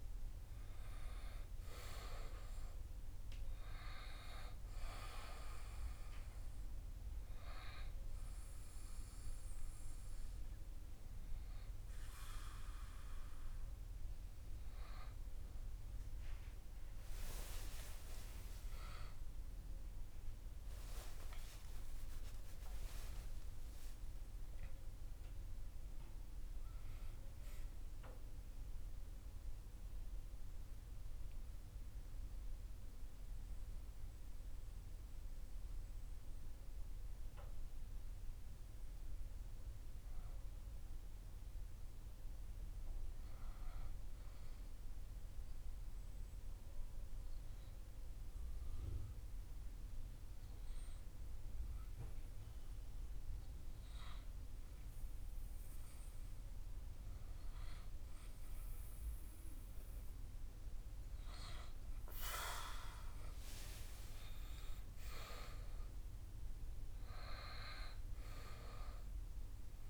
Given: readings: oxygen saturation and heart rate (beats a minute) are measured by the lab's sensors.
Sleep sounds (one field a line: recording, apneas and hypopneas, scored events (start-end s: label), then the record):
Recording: breathing in sleep by a room microphone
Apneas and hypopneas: 1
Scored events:
0.00-27.50 s: oxygen desaturation (device-marked, oxygen 93% lowest)
17.00-22.50 s: arousal
29.50-58.50 s: hypopnea (oxygen 97% before, 95% lowest)
59.50-69.90 s: new sleep stage, N2 (light sleep)
60.00-64.50 s: arousal
From the record:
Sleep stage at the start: N1 (lightest sleep)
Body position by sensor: on the back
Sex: male